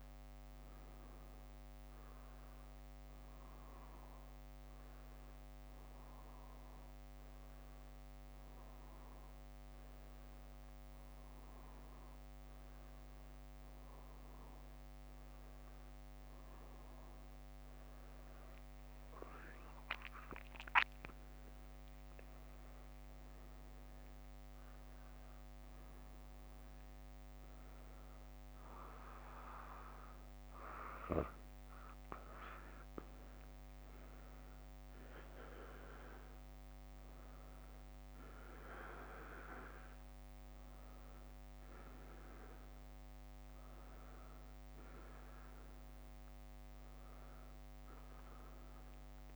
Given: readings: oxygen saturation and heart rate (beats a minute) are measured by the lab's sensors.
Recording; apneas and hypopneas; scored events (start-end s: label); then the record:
a person awake in a sleep study, by a microphone on the trachea; none
10.50-12.50 s: bradycardia (device-marked, heart rate 64 before, 61 extreme)
21.50-32.50 s: drop in pulse transit time (device-marked, heart rate 61 before, 63 extreme)
From the record:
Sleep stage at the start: awake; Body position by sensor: on the back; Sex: female